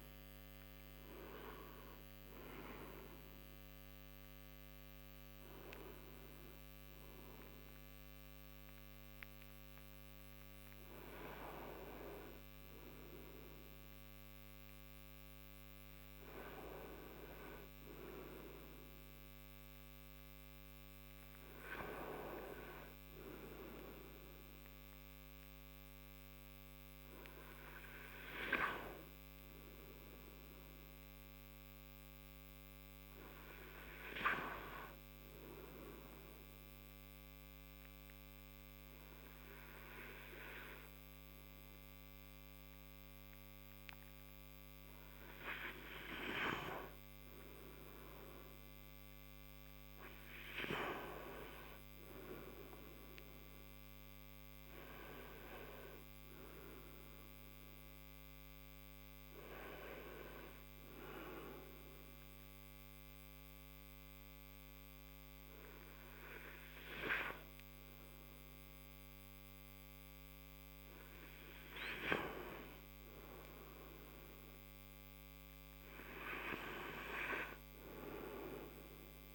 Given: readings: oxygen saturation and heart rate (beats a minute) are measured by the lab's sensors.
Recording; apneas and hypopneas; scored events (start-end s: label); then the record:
breathing in sleep by a microphone on the trachea; 2
0.00-1.50 s: tachycardia (device-marked, heart rate 116 extreme)
36.50-46.50 s: obstructive apnea (oxygen 96% before, 92% lowest)
50.00-53.00 s: arousal
61.00-71.50 s: hypopnea (oxygen 96% before, 92% lowest)
74.00-77.50 s: arousal
75.50-79.35 s: oxygen desaturation (device-marked, oxygen 97% before, 94% lowest)
From the record:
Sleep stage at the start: N2 (light sleep); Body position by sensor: on the right side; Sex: male